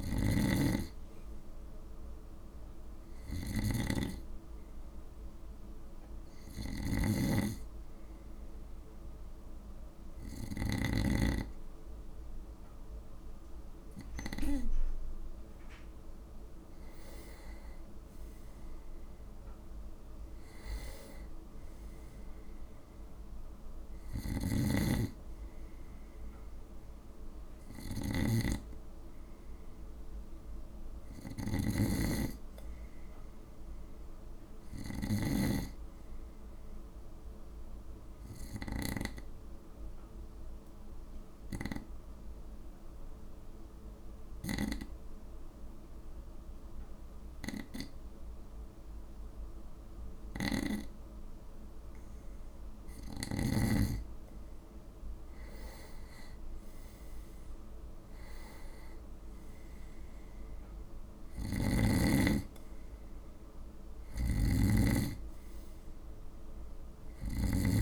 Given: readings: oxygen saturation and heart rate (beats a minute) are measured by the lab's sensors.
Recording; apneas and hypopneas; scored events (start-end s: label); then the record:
breathing in sleep by a room microphone; 2
0.00-1.50 s: arousal
0.00-11.00 s: snoring (device-marked)
4.00-16.50 s: hypopnea (oxygen 97% before, 94% lowest, heart rate 61 before, 54 extreme, up 5 after)
19.50-23.00 s: arousal
24.00-39.00 s: snoring (device-marked)
39.00-53.50 s: obstructive apnea (oxygen 97% before, 93% lowest, heart rate 57 before, 56 extreme, up 6 after)
56.00-60.00 s: arousal
61.00-67.82 s: snoring (device-marked)
From the record:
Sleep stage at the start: N2 (light sleep); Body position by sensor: on the right side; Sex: male